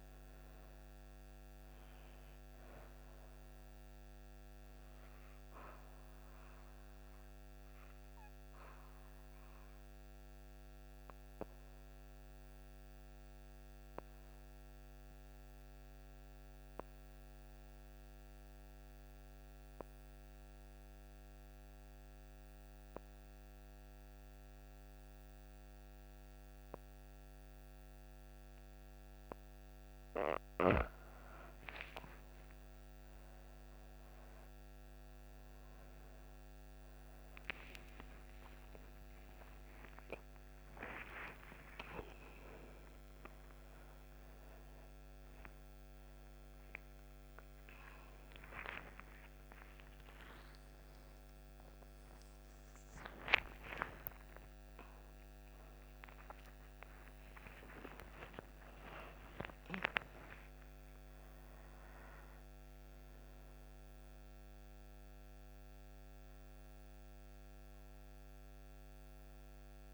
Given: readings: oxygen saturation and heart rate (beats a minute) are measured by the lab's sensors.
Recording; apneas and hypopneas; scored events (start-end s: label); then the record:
a person awake in a sleep study, by a microphone on the trachea; 1
0.00-16.50 s: oxygen desaturation (device-marked, oxygen 89% lowest, heart rate 56 extreme)
8.50-30.00 s: obstructive apnea (oxygen 97% before, 85% lowest, heart rate 75 before, 58 extreme, up 14 after)
28.50-69.94 s: new sleep stage, awake
33.50-55.50 s: oxygen desaturation (device-marked, oxygen 97% before, 88% lowest, heart rate 64 before, 39 extreme)
60.50-69.94 s: oxygen desaturation (device-marked, oxygen 90% before, 85% lowest)
From the record:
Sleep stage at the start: N2 (light sleep); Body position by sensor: on the back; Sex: female